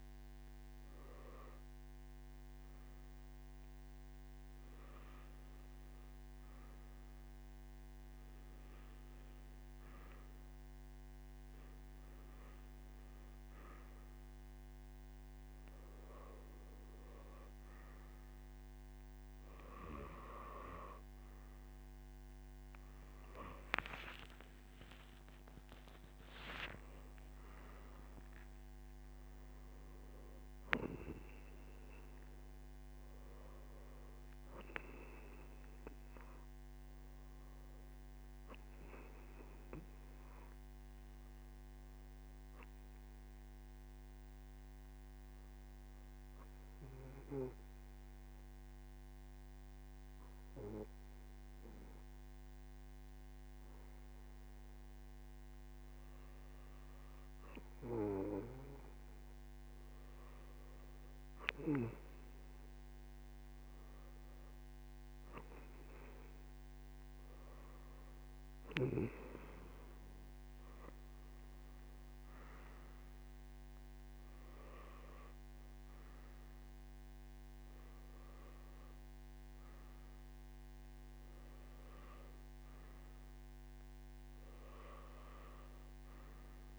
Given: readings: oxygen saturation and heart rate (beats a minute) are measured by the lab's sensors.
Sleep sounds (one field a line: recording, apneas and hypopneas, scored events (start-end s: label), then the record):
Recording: breathing in sleep by a microphone on the trachea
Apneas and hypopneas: 2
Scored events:
2.00-17.00 s: hypopnea (oxygen 96% before, 94% lowest, heart rate 66 before, 60 extreme, up 0 after)
40.50-60.50 s: obstructive apnea (oxygen 96% before, 94% lowest, heart rate 65 before, 57 extreme, up 0 after)
From the record:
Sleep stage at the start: N2 (light sleep)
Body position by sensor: on the right side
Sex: male